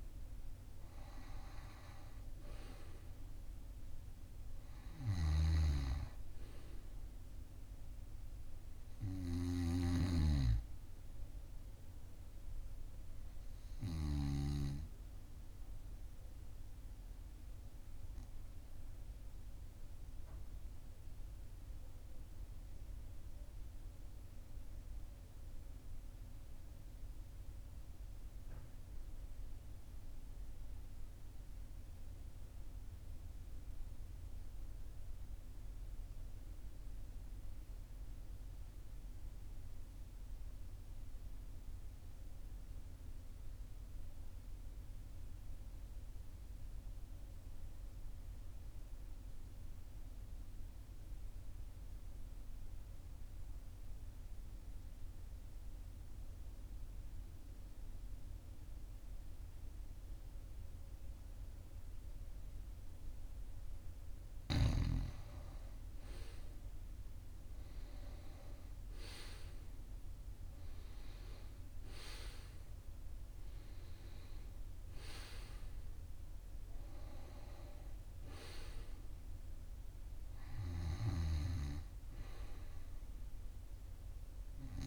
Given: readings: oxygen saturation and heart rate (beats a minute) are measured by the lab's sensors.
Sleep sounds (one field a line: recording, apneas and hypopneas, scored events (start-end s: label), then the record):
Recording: breathing in sleep by a room microphone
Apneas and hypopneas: 1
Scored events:
0.00-21.00 s: oxygen desaturation (device-marked, oxygen 89% lowest, heart rate 42 extreme)
17.50-63.50 s: obstructive apnea (oxygen 95% before, 87% lowest, heart rate 45 before, 42 extreme, up 4 after)
45.00-84.87 s: oxygen desaturation (device-marked, oxygen 99% before, 87% lowest, heart rate 42 before, 42 extreme)
64.00-70.00 s: arousal
From the record:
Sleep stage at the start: N2 (light sleep)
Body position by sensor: on the right side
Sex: male